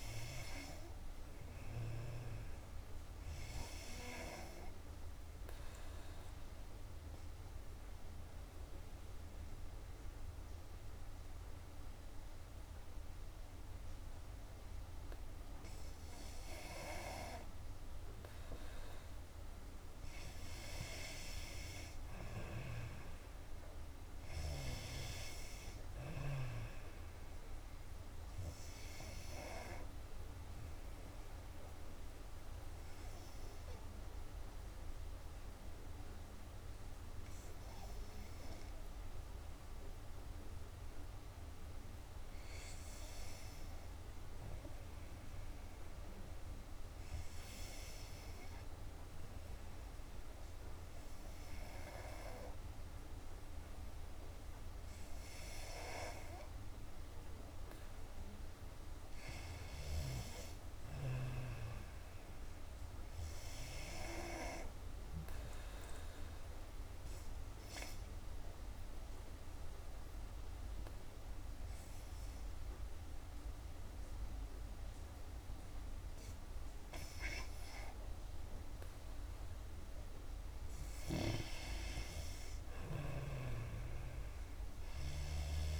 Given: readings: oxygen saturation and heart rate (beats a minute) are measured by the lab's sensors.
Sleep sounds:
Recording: breathing in sleep by a room microphone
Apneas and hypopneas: 3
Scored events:
0.00-1.00 s: arousal
6.00-18.00 s: obstructive apnea (oxygen 95% before, 88% lowest, heart rate 62 before, 60 extreme, up 6 after)
20.50-24.00 s: arousal
31.00-42.00 s: obstructive apnea (oxygen 95% before, 88% lowest, heart rate 64 before, 57 extreme, up 0 after)
36.00-50.00 s: oxygen desaturation (device-marked, oxygen 91% before, 88% lowest, heart rate 64 before, 57 extreme)
47.50-52.50 s: arousal
66.50-80.00 s: obstructive apnea (oxygen 94% before, 89% lowest, heart rate 62 before, 59 extreme, up 7 after)
82.50-85.00 s: arousal
From the record:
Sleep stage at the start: N2 (light sleep)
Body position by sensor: on the back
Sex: female

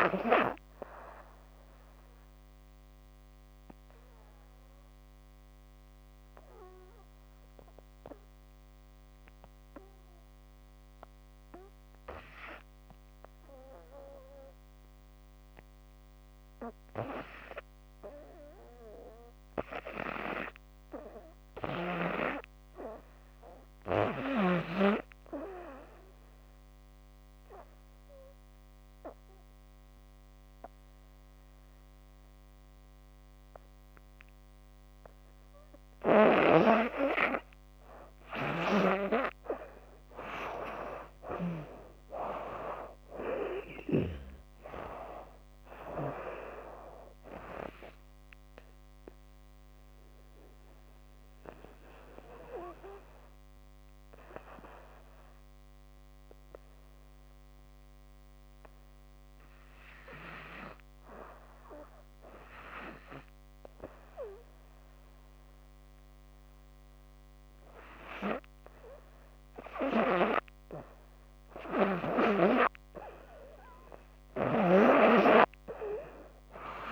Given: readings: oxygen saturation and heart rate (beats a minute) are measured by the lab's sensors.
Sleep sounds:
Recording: breathing in sleep by a microphone on the trachea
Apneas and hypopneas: 3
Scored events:
1.00-15.50 s: obstructive apnea (oxygen 99% before, 82% lowest, heart rate 77 before, 61 extreme)
4.50-18.50 s: oxygen desaturation (device-marked, oxygen 99% before, 95% lowest, heart rate 75 before, 61 extreme)
19.00-22.50 s: arousal
26.50-36.50 s: obstructive apnea (oxygen 99% before, 82% lowest, heart rate 65 before, 71 extreme, up 20 after)
37.50-41.00 s: snoring (device-marked)
38.00-41.50 s: arousal
48.50-66.50 s: oxygen desaturation (device-marked, oxygen 96% before, 82% lowest, heart rate 78 before, 74 extreme)
51.00-70.00 s: hypopnea (oxygen 97% before, 82% lowest, heart rate 80 before, 74 extreme, up 12 after)
73.50-76.92 s: snoring (device-marked)
74.00-76.92 s: arousal
From the record:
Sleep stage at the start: REM sleep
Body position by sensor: on the back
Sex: female

